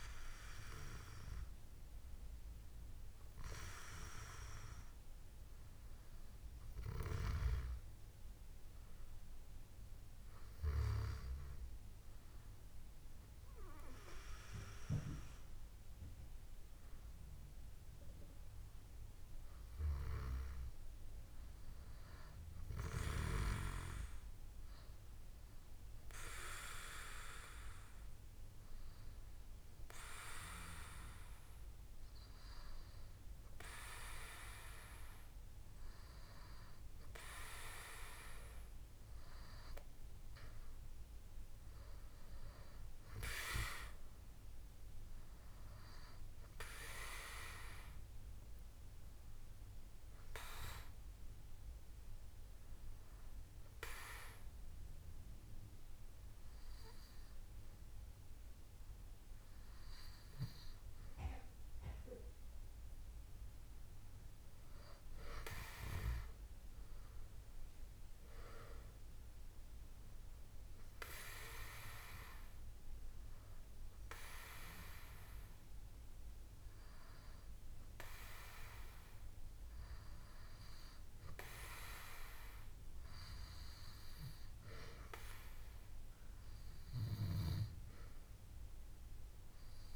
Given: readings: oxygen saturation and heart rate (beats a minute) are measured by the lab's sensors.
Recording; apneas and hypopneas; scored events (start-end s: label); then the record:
breathing in sleep by a room microphone; none
none scored
From the record:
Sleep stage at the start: N2 (light sleep); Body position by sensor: on the back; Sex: female